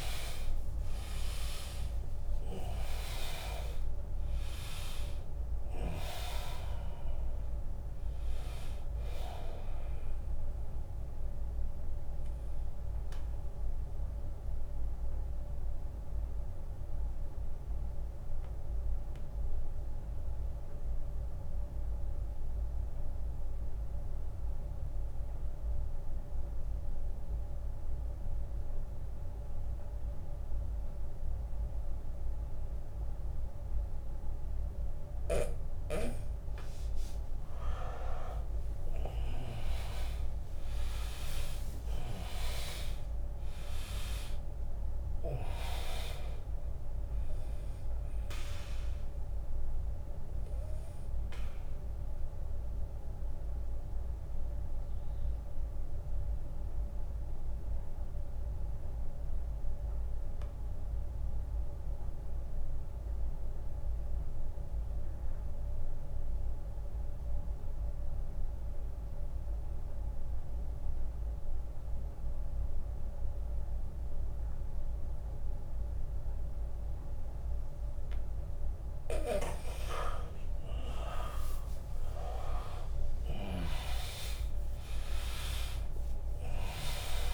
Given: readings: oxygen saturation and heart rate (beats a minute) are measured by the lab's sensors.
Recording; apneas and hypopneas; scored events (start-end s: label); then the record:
breathing in sleep by a room microphone; 2
0.00-2.00 s: arousal
0.00-10.00 s: drop in pulse transit time (device-marked, heart rate 77 extreme)
0.00-26.00 s: oxygen desaturation (device-marked, oxygen 80% lowest, heart rate 72 extreme)
12.00-34.50 s: mixed apnea (oxygen 100% before, 80% lowest, heart rate 81 before, 72 extreme, up 11 after)
38.00-43.00 s: arousal
38.00-49.00 s: drop in pulse transit time (device-marked, heart rate 80 before, 82 extreme)
41.00-64.00 s: oxygen desaturation (device-marked, oxygen 100% before, 84% lowest, heart rate 81 before, 73 extreme)
52.50-77.50 s: mixed apnea (oxygen 100% before, 81% lowest, heart rate 84 before, 73 extreme, up 14 after)
79.00-87.34 s: oxygen desaturation (device-marked, oxygen 100% before, 81% lowest, heart rate 79 before, 64 extreme)
80.00-83.50 s: arousal
85.00-87.34 s: drop in pulse transit time (device-marked, heart rate 79 before, 74 extreme)
From the record:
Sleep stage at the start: N2 (light sleep); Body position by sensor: on the back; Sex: male